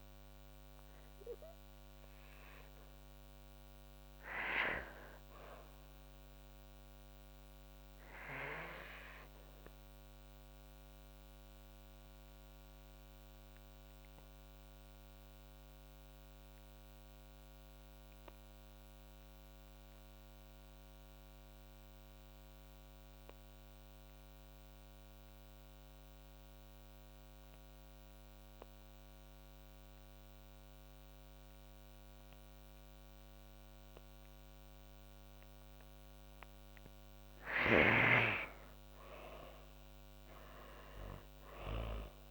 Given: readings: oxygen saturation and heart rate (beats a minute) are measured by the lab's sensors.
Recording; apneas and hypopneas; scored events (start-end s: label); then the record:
breathing in sleep by a microphone on the trachea; 1
0.00-13.00 s: oxygen desaturation (device-marked, oxygen 92% lowest)
9.00-34.50 s: obstructive apnea (oxygen 99% before, 83% lowest)
31.00-42.31 s: oxygen desaturation (device-marked, oxygen 97% before, 83% lowest)
36.00-41.00 s: arousal
From the record:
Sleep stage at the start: N2 (light sleep); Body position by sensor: on the back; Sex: female